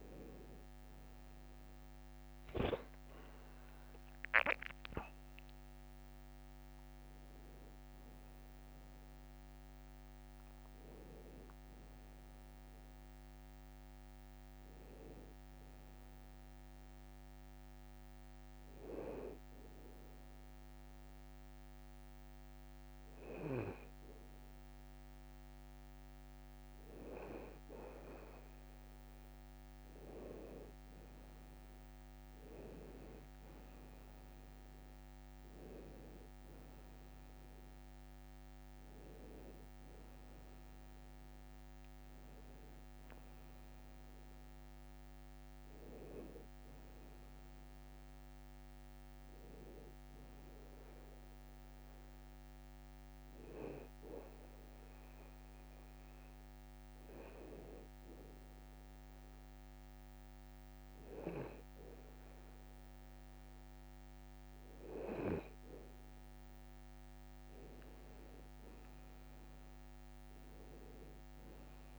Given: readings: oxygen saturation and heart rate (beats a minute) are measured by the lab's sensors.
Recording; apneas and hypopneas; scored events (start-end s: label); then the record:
breathing in sleep by a microphone on the trachea; 2
16.00-28.00 s: hypopnea (oxygen 97% before, 95% lowest, heart rate 62 before, 57 extreme, up 8 after)
32.00-37.00 s: arousal
54.50-65.50 s: hypopnea (oxygen 97% before, 95% lowest, heart rate 63 before, 57 extreme, up 7 after)
69.50-71.99 s: arousal
From the record:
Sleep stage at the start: N2 (light sleep); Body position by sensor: on the back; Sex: male